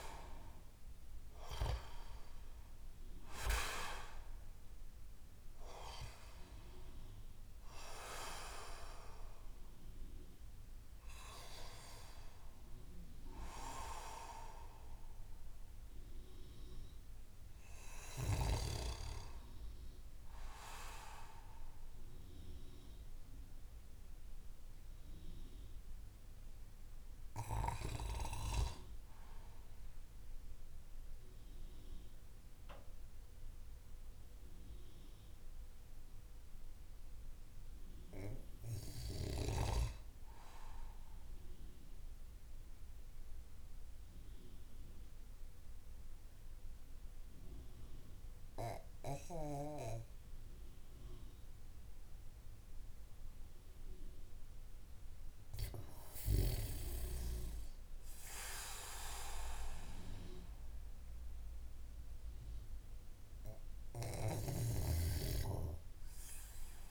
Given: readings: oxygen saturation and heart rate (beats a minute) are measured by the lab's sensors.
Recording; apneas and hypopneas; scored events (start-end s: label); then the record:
breathing in sleep by a room microphone; 1
0.00-2.50 s: arousal
0.00-29.00 s: oxygen desaturation (device-marked, oxygen 79% lowest)
23.00-54.00 s: obstructive apnea (oxygen 87% before, 79% lowest)
55.50-59.50 s: arousal
58.00-66.91 s: oxygen desaturation (device-marked, oxygen 97% before, 91% lowest)
From the record:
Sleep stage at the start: REM sleep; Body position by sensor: on the back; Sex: male